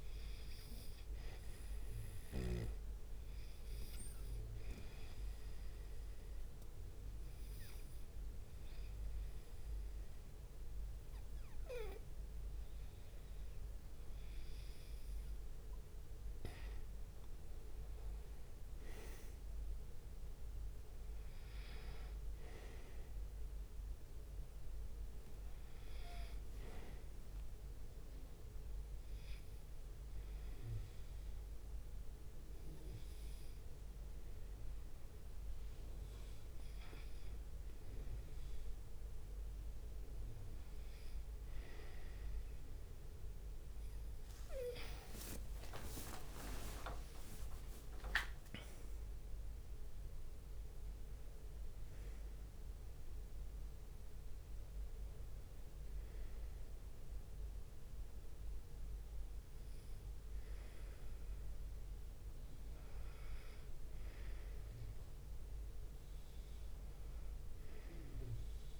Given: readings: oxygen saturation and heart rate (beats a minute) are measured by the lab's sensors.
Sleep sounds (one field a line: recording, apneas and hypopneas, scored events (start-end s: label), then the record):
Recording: breathing in sleep by a room microphone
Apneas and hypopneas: 2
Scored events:
0.00-17.00 s: oxygen desaturation (device-marked, oxygen 90% lowest, heart rate 69 extreme)
1.50-3.00 s: leg movement (device-marked)
4.00-16.50 s: obstructive apnea (oxygen 96% before, 90% lowest, heart rate 70 before, 69 extreme, up 2 after)
11.00-13.00 s: leg movement (device-marked)
18.00-19.50 s: leg movement (device-marked)
19.00-23.50 s: arousal
27.50-37.50 s: obstructive apnea (oxygen 95% before, 92% lowest, heart rate 72 before, 65 extreme, up 8 after)
42.00-58.00 s: drop in pulse transit time (device-marked, heart rate 70 before, 69 extreme)
45.00-50.00 s: leg movement (device-marked)
46.00-50.50 s: arousal
48.50-50.50 s: long interval between heartbeats (device-marked, heart rate 72 before, 92 extreme)
63.00-65.00 s: long interval between heartbeats (device-marked, heart rate 80 before, 94 extreme)
From the record:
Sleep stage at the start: N2 (light sleep)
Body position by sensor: on the right side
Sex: male